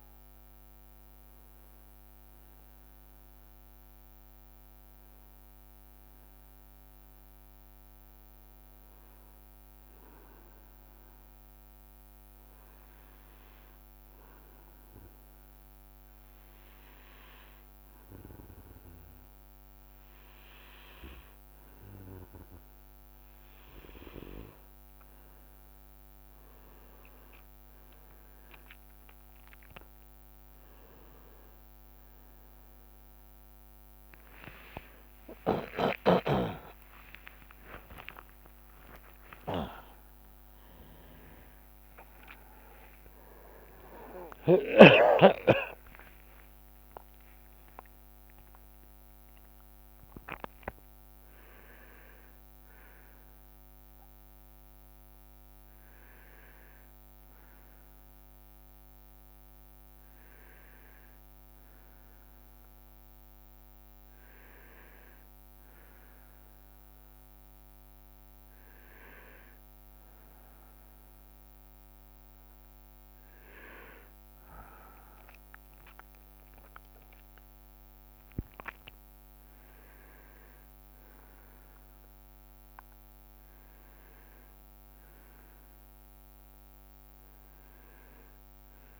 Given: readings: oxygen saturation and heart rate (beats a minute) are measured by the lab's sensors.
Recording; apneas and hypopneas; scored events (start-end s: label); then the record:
a person partly awake in a sleep study, by a microphone on the trachea; 1
6.50-23.50 s: hypopnea (oxygen 98% before, 94% lowest, heart rate 69 before, 61 extreme, up 7 after)
21.00-42.00 s: oxygen desaturation (device-marked, oxygen 98% before, 94% lowest, heart rate 65 before, 67 extreme)
37.00-67.00 s: new sleep stage, awake
67.00-89.00 s: new sleep stage, N1 (lightest sleep)
73.50-75.00 s: leg movement (device-marked)
From the record:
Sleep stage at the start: N2 (light sleep); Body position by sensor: on the right side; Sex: male